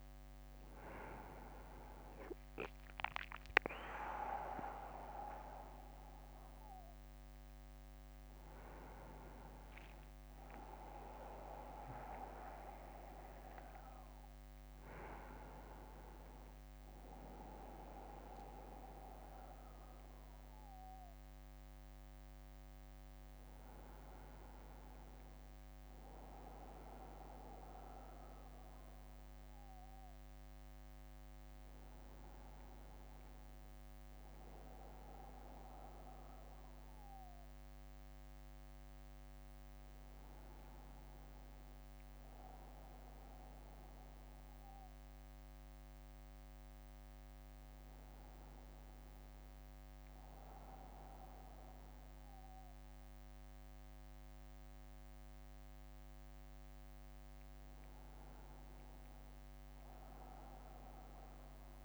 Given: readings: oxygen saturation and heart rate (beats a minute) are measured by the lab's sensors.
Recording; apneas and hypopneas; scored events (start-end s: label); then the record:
a person partly awake in a sleep study, by a microphone on the trachea; none
21.00-61.85 s: new sleep stage, N1 (lightest sleep)
60.50-61.85 s: arousal
From the record:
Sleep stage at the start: awake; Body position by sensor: on the front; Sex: male